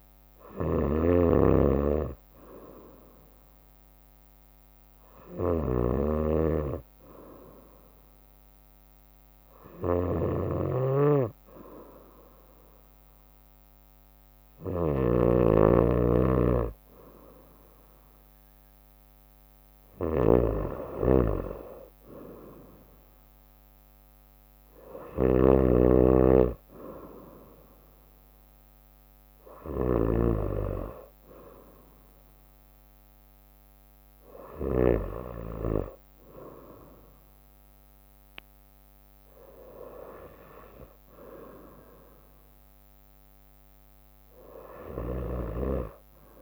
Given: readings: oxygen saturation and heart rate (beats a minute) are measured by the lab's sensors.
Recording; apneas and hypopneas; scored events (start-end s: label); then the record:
breathing in sleep by a microphone on the trachea; 1
0.00-35.00 s: snoring (device-marked)
9.00-20.00 s: obstructive apnea (oxygen 95% before, 93% lowest, heart rate 65 before, 64 extreme, up 3 after)
17.00-32.00 s: drop in pulse transit time (device-marked, heart rate 65 before, 64 extreme)
24.50-28.50 s: arousal
45.00-46.42 s: snoring (device-marked)
From the record:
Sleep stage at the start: N2 (light sleep); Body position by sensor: on the right side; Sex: female